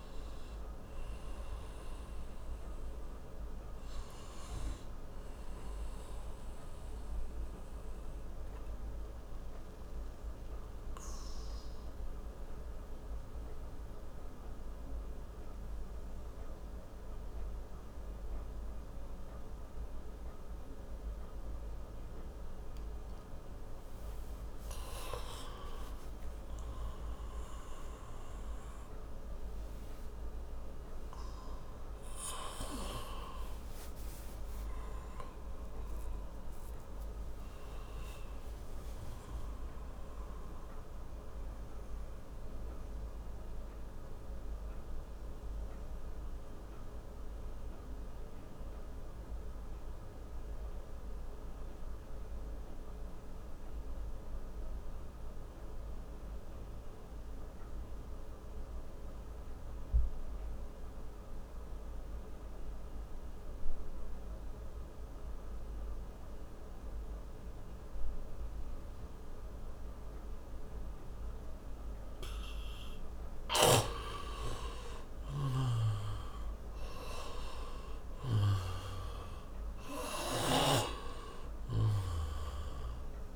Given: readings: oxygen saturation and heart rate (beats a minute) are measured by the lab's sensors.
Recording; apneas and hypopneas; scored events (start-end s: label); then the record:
breathing in sleep by a room microphone; 2
0.00-24.00 s: oxygen desaturation (device-marked, oxygen 83% lowest)
6.00-24.00 s: mixed apnea (oxygen 97% before, 83% lowest)
25.50-29.50 s: arousal
41.50-72.50 s: mixed apnea (oxygen 99% before, 84% lowest)
68.00-83.36 s: oxygen desaturation (device-marked, oxygen 96% before, 84% lowest)
74.50-77.50 s: arousal
From the record:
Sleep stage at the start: N2 (light sleep); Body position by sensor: on the back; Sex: male